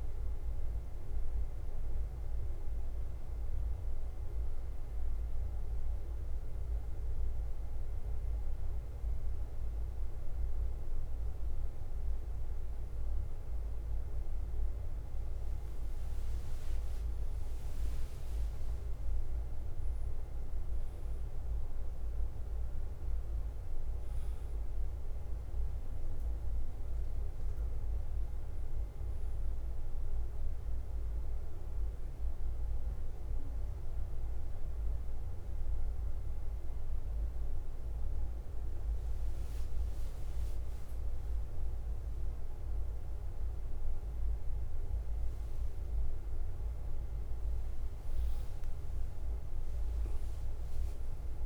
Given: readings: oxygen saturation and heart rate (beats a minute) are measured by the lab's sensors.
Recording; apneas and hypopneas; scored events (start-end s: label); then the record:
breathing in sleep, hard to hear, by a room microphone; 1
0.00-51.46 s: bradycardia (device-marked, heart rate 35 extreme)
3.00-16.00 s: central apnea (oxygen 100% before, 97% lowest, heart rate 51 before, 47 extreme, up 3 after)
16.50-20.00 s: arousal
23.00-51.46 s: new sleep stage, N1 (lightest sleep)
46.00-50.00 s: arousal
From the record:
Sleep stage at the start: N2 (light sleep); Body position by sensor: on the back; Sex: male